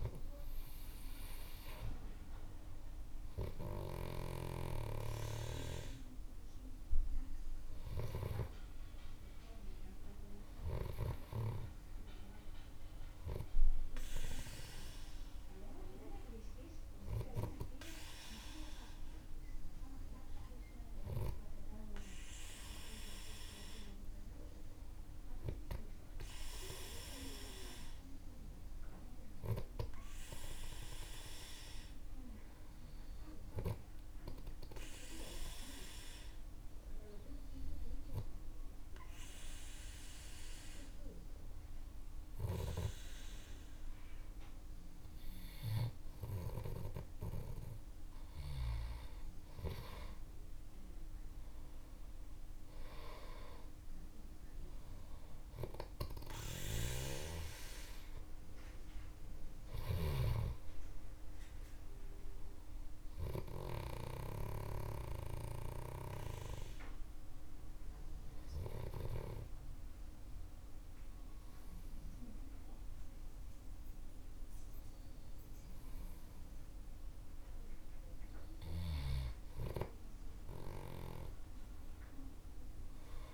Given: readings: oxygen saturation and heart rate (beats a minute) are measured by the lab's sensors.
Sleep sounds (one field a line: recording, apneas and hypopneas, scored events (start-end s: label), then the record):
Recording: breathing in sleep by a room microphone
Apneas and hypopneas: 2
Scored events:
35.50-46.50 s: obstructive apnea (oxygen 97% before, 93% lowest, heart rate 67 before, 52 extreme, up 42 after)
49.50-53.00 s: arousal
64.00-77.00 s: obstructive apnea (oxygen 96% before, 93% lowest, heart rate 75 before, 49 extreme, up 30 after)
81.50-83.34 s: arousal
From the record:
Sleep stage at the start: N2 (light sleep)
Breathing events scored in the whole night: 239 in 3.1 hours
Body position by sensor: on the back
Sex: male